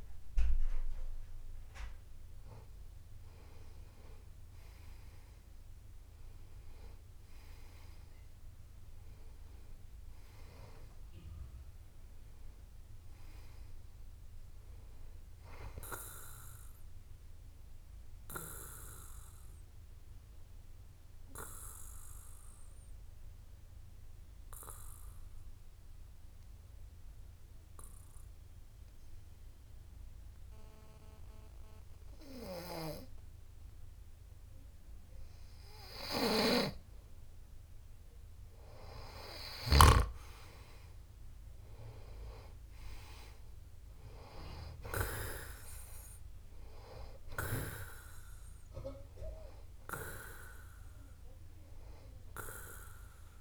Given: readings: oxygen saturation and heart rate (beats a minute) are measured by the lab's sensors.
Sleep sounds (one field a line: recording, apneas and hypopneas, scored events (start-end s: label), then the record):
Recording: breathing in sleep by a room microphone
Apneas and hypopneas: 1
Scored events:
6.50-11.50 s: arousal
20.50-35.50 s: obstructive apnea (oxygen 93% before, 92% lowest)
36.50-40.00 s: snoring (device-marked)
44.50-48.00 s: arousal
From the record:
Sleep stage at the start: N2 (light sleep)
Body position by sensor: on the back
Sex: male